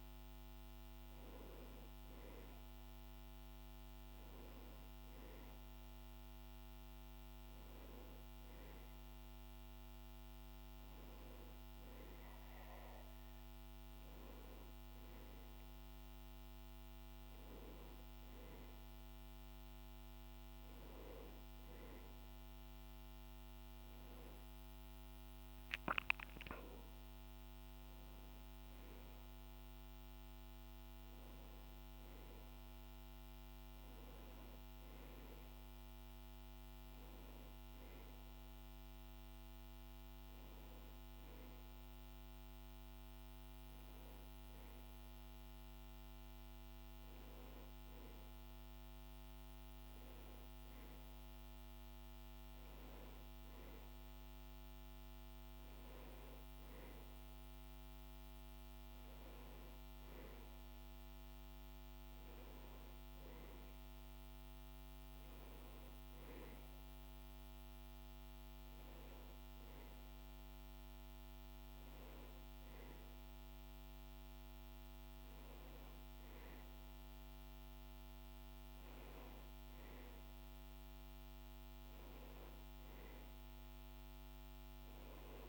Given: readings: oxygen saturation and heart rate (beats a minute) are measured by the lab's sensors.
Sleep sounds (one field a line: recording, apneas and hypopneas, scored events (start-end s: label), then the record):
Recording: breathing in sleep, hard to hear, by a microphone on the trachea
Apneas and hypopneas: none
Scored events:
none scored
From the record:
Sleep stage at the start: N2 (light sleep)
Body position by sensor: on the back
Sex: male